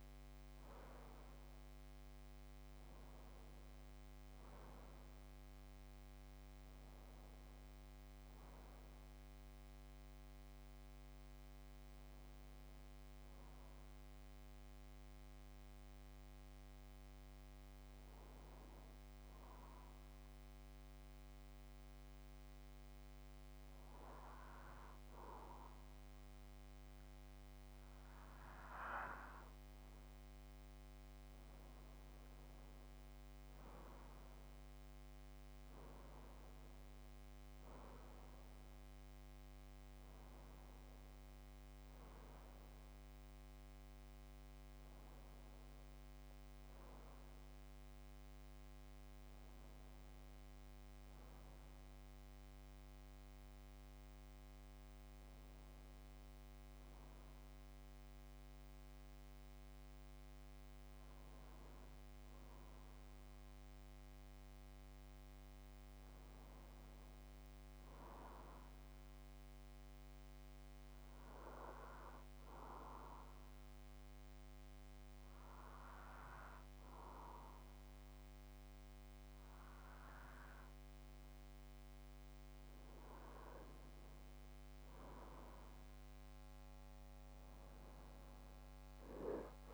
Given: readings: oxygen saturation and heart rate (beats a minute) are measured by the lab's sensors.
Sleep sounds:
breathing in sleep by a microphone on the trachea; 2
11.50-27.00 s: hypopnea (oxygen 96% before, 93% lowest, heart rate 33 before, 27 extreme, up 24 after)
29.50-32.50 s: arousal
30.50-54.50 s: oxygen desaturation (device-marked, oxygen 97% before, 93% lowest)
69.50-82.50 s: hypopnea (oxygen 96% before, 93% lowest, heart rate 38 before, 34 extreme, up 28 after)
85.50-88.50 s: arousal
From the record:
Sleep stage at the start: N2 (light sleep); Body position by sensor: on the back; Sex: male

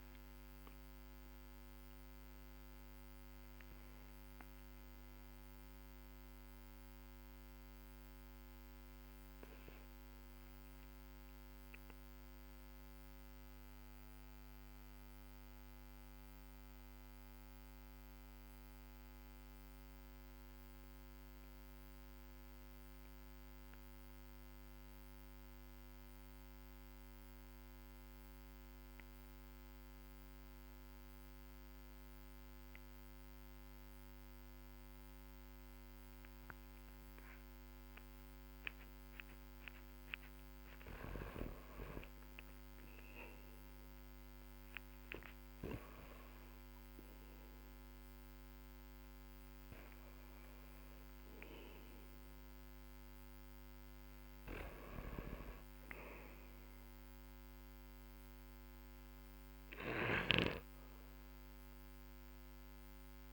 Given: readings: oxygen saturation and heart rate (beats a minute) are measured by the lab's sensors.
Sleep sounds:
breathing in sleep by a microphone on the trachea; 1
0.00-1.00 s: arousal
0.00-22.50 s: oxygen desaturation (device-marked, oxygen 92% lowest, heart rate 47 extreme)
6.00-39.00 s: mixed apnea (oxygen 97% before, 92% lowest, heart rate 86 before, 46 extreme, up 11 after)
60.50-63.33 s: arousal
From the record:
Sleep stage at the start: N2 (light sleep); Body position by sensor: on the back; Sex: male

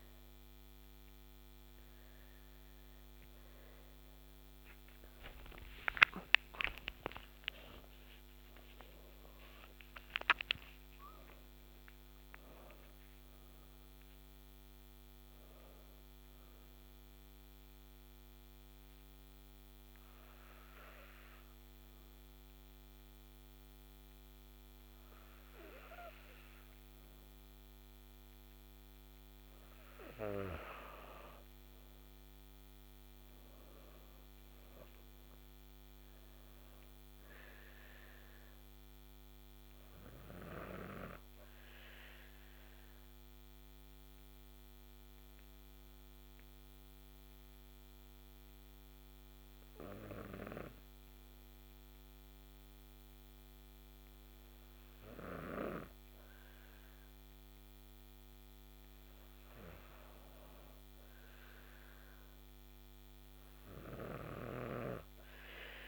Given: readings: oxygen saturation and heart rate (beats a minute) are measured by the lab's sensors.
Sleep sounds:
breathing in sleep by a microphone on the trachea; 2
0.00-13.50 s: oxygen desaturation (device-marked, oxygen 94% lowest, heart rate 103 extreme)
5.00-10.50 s: arousal
18.50-29.00 s: hypopnea (oxygen 96% before, 92% lowest, heart rate 120 before, 86 extreme, up 5 after)
33.50-36.50 s: arousal
41.50-57.00 s: obstructive apnea (oxygen 97% before, 92% lowest, heart rate 132 before, 47 extreme)
41.50-60.50 s: oxygen desaturation (device-marked, oxygen 97% before, 92% lowest, heart rate 132 before, 47 extreme)
62.00-65.00 s: arousal
From the record:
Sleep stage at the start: N2 (light sleep); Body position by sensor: on the back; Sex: female

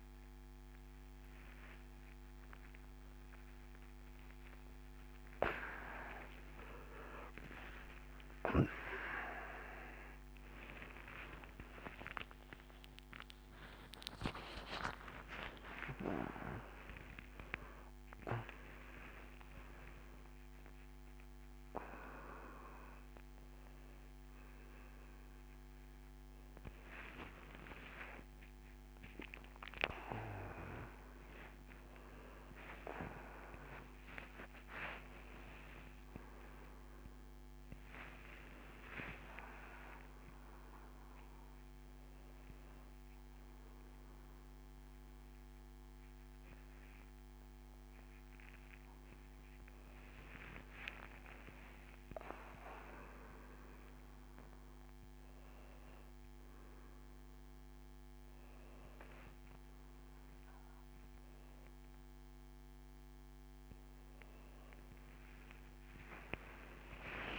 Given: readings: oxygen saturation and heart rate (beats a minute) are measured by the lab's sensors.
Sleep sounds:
a person awake in a sleep study, by a microphone on the trachea; none
59.00-65.00 s: oxygen desaturation (device-marked, oxygen 96% before, 92% lowest)
From the record:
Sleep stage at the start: awake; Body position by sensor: on the right side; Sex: male

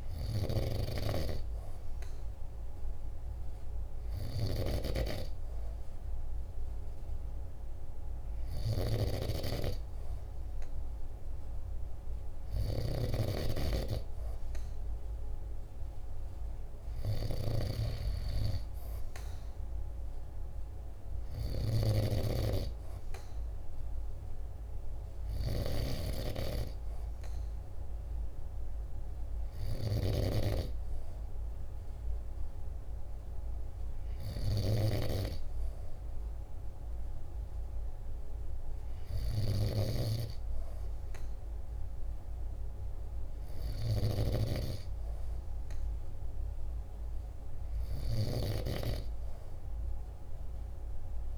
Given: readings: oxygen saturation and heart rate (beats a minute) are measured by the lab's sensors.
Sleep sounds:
breathing in sleep by a room microphone; none
12.50-21.50 s: snoring (device-marked)
38.50-43.50 s: snoring (device-marked)
From the record:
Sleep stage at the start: N2 (light sleep); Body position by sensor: on the back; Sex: male

